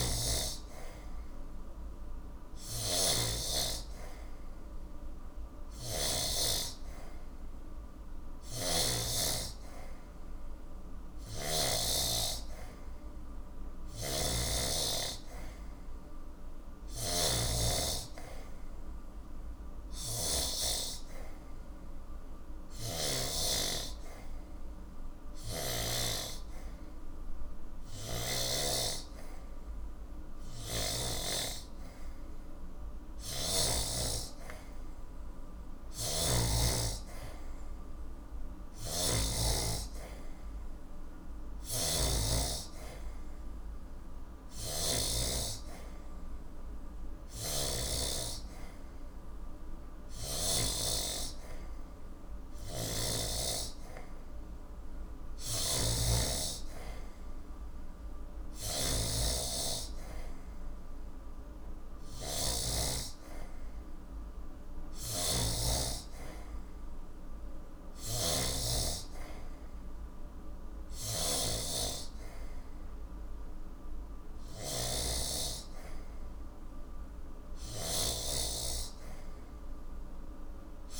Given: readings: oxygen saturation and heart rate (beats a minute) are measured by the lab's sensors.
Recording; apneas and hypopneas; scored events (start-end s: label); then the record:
breathing in sleep by a room microphone; 1
0.00-6.00 s: snoring (device-marked)
8.00-11.50 s: snoring (device-marked)
13.50-20.50 s: snoring (device-marked)
21.50-35.00 s: hypopnea (oxygen 92% before, 88% lowest, heart rate 100 before, 87 extreme, up 33 after)
27.50-31.00 s: snoring (device-marked)
35.50-45.00 s: snoring (device-marked)
37.50-41.00 s: arousal
41.50-53.50 s: oxygen desaturation (device-marked, oxygen 92% before, 88% lowest, heart rate 97 before, 82 extreme)
47.00-50.50 s: snoring (device-marked)
52.50-65.50 s: snoring (device-marked)
67.50-81.00 s: snoring (device-marked)
From the record:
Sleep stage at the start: N3 (deep sleep); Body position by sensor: on the back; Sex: male